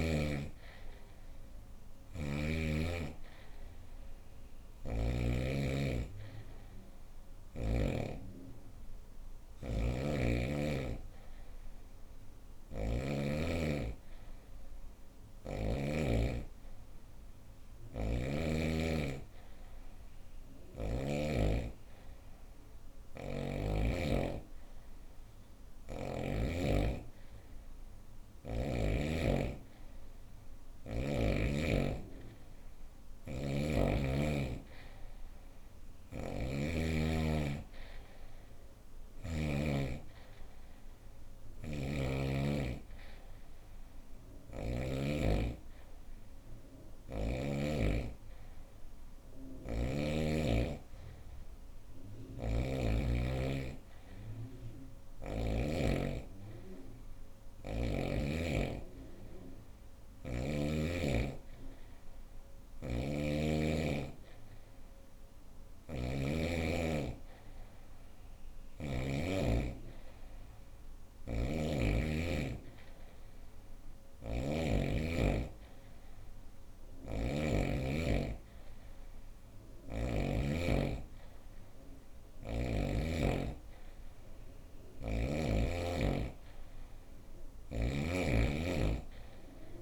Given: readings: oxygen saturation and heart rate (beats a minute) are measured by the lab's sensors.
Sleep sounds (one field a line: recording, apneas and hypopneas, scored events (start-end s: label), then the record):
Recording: breathing in sleep by a room microphone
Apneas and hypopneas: none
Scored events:
1.00-4.50 s: snoring (device-marked)
9.00-12.50 s: snoring (device-marked)
17.00-20.50 s: snoring (device-marked)
32.50-39.00 s: snoring (device-marked)
43.50-47.00 s: snoring (device-marked)
51.50-55.00 s: snoring (device-marked)
62.00-68.50 s: snoring (device-marked)
70.50-74.00 s: snoring (device-marked)
76.00-79.50 s: snoring (device-marked)
84.00-89.82 s: snoring (device-marked)
From the record:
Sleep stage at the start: N2 (light sleep)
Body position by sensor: on the right side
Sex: female